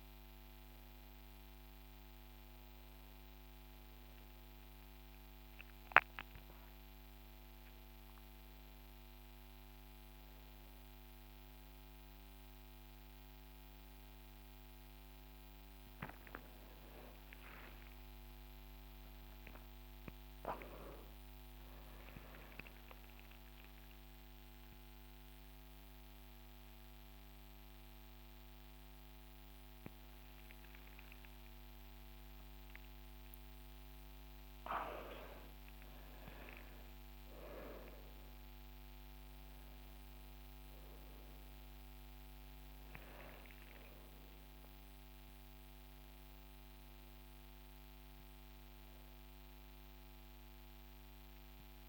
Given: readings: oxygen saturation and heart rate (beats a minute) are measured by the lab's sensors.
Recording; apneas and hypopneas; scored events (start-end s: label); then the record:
a person awake in a sleep study, by a microphone on the trachea; none
none scored
From the record:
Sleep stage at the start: awake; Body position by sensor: on the right side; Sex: male